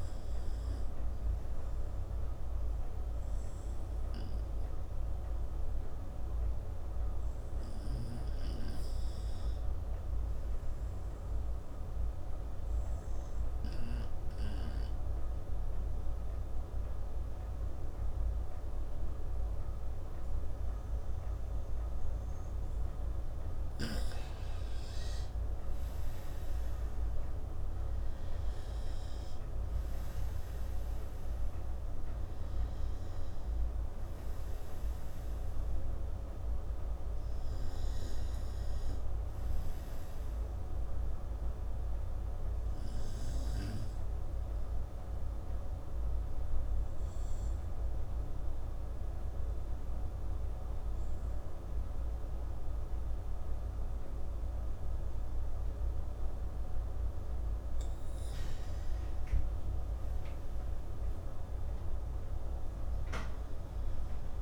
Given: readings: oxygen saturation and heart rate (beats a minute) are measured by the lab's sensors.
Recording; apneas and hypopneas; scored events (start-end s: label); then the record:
breathing in sleep, hard to hear, by a room microphone; 2
6.00-9.50 s: arousal
12.00-23.00 s: obstructive apnea (oxygen 96% before, 90% lowest, heart rate 66 before, 63 extreme, up 4 after)
26.50-31.00 s: arousal
45.00-58.00 s: obstructive apnea (oxygen 94% before, 90% lowest, heart rate 69 before, 63 extreme, up 3 after)
50.00-60.00 s: oxygen desaturation (device-marked, oxygen 93% before, 90% lowest, heart rate 67 before, 62 extreme)
62.00-64.42 s: arousal
From the record:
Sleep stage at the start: N2 (light sleep); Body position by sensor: on the right side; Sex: male